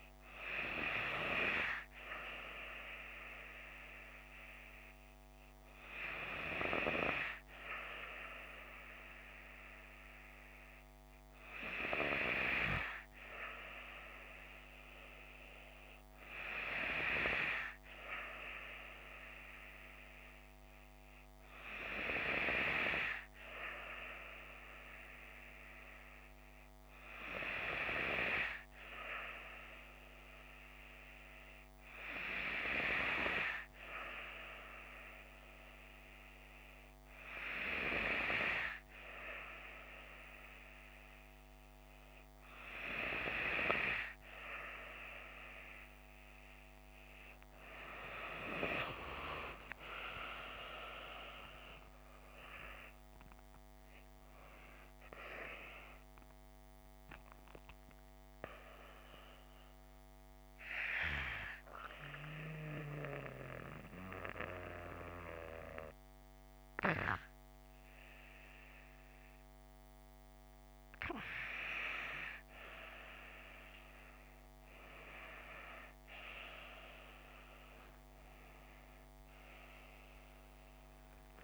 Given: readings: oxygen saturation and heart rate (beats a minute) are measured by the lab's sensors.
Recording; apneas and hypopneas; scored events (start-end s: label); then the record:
breathing in sleep by a microphone on the trachea; 1
54.50-58.50 s: arousal
61.50-72.50 s: obstructive apnea (oxygen 95% before, 95% lowest)
77.50-81.44 s: arousal
From the record:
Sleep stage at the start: N2 (light sleep); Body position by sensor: on the left side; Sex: female